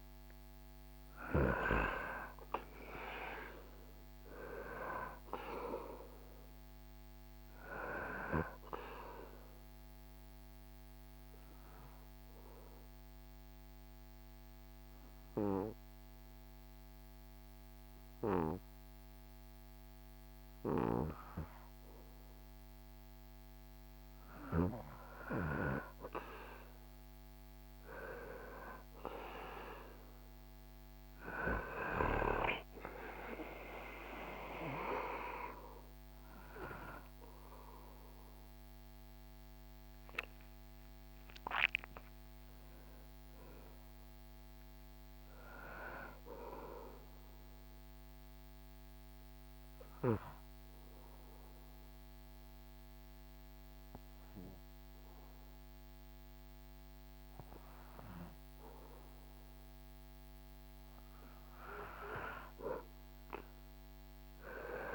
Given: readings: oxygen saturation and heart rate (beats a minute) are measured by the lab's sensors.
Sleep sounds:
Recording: breathing in sleep by a microphone on the trachea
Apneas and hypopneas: 2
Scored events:
0.00-2.00 s: arousal
9.00-23.00 s: obstructive apnea (oxygen 98% before, 93% lowest, heart rate 76 before, 71 extreme, up 5 after)
9.50-64.94 s: new sleep stage, REM sleep
26.00-30.00 s: arousal
30.50-54.50 s: oxygen desaturation (device-marked, oxygen 98% before, 94% lowest, heart rate 73 before, 67 extreme)
46.50-59.00 s: obstructive apnea (oxygen 98% before, 93% lowest, heart rate 77 before, 67 extreme, up 9 after)
61.50-64.94 s: arousal
From the record:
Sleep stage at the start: N2 (light sleep)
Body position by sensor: on the back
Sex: male

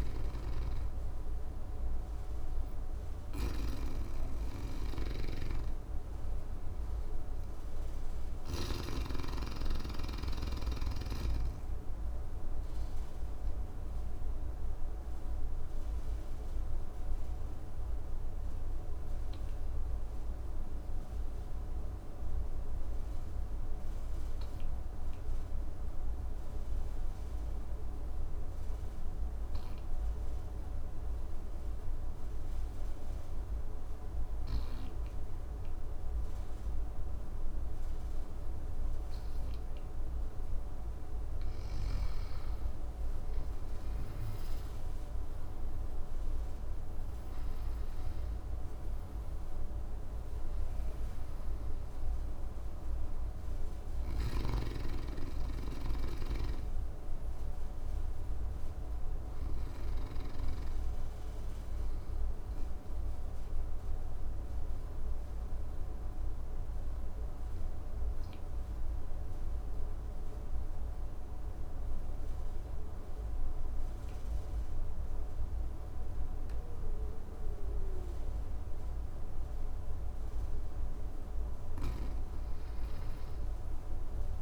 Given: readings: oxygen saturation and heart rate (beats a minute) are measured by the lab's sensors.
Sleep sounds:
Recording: breathing in sleep by a room microphone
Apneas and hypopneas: 2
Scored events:
0.00-8.00 s: snoring (device-marked)
11.50-38.50 s: obstructive apnea (oxygen 98% before, 94% lowest, heart rate 64 before, 56 extreme, up 10 after)
41.50-47.50 s: arousal
53.50-59.50 s: snoring (device-marked)
64.00-79.00 s: obstructive apnea (oxygen 97% before, 95% lowest, heart rate 65 before, 54 extreme, up 8 after)
81.00-84.42 s: snoring (device-marked)
81.50-84.42 s: arousal
From the record:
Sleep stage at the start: N2 (light sleep)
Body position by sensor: on the back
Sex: male

